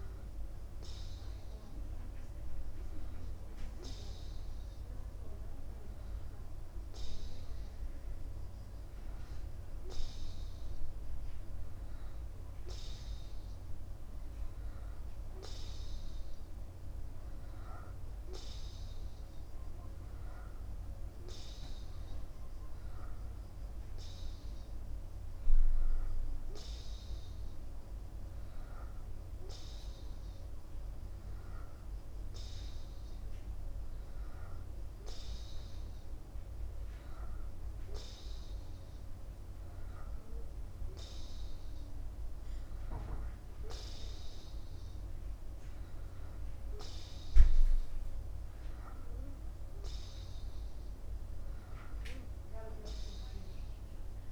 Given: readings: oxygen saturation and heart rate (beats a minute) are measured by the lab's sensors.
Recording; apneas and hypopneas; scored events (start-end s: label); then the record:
breathing in sleep, hard to hear, by a room microphone; none
none scored
From the record:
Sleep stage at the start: N2 (light sleep); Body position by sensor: upright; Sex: male